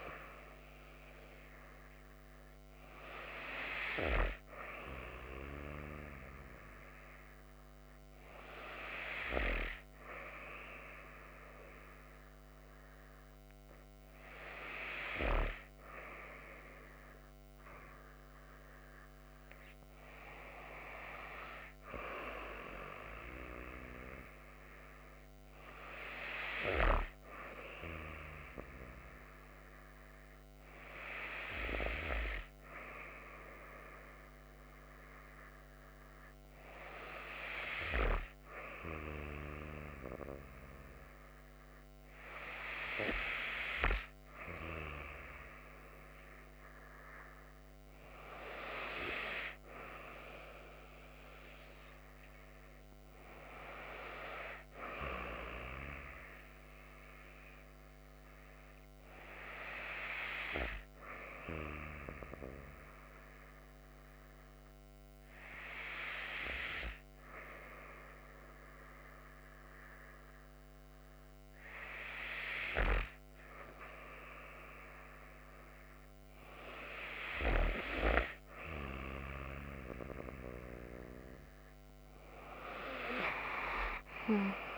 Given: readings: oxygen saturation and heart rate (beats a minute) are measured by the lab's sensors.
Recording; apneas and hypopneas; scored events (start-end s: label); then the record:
breathing in sleep by a microphone on the trachea; 1
61.00-75.00 s: hypopnea (oxygen 95% before, 94% lowest)
77.00-81.50 s: arousal
From the record:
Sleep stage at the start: N2 (light sleep); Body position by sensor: on the back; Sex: female